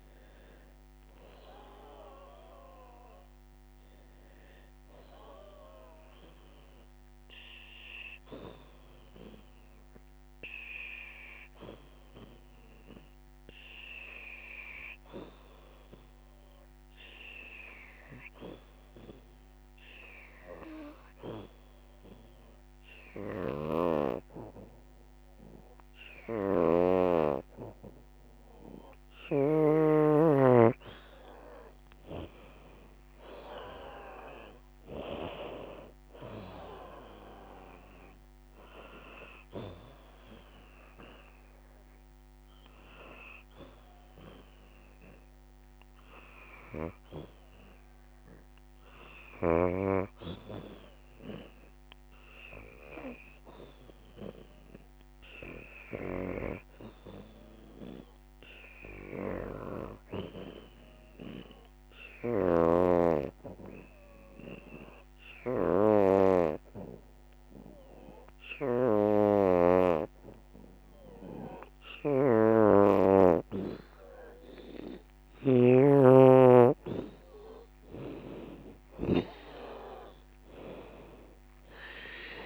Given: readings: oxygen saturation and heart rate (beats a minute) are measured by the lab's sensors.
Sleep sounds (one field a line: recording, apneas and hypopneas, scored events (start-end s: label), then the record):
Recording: breathing in sleep by a microphone on the trachea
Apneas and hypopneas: 2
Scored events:
0.00-12.50 s: oxygen desaturation (device-marked, oxygen 88% lowest, heart rate 73 extreme)
8.00-28.50 s: hypopnea (oxygen 95% before, 85% lowest, heart rate 84 before, 73 extreme, up 15 after)
21.50-52.50 s: oxygen desaturation (device-marked, oxygen 95% before, 86% lowest, heart rate 79 before, 73 extreme)
29.50-40.50 s: drop in pulse transit time (device-marked, heart rate 78 before, 74 extreme)
30.50-34.00 s: arousal
45.00-75.50 s: hypopnea (oxygen 95% before, 85% lowest, heart rate 79 before, 73 extreme, up 13 after)
64.50-82.46 s: oxygen desaturation (device-marked, oxygen 94% before, 85% lowest, heart rate 77 before, 73 extreme)
74.50-82.46 s: drop in pulse transit time (device-marked, heart rate 78 before, 79 extreme)
77.00-81.00 s: arousal
From the record:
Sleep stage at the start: N2 (light sleep)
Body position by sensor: on the back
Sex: female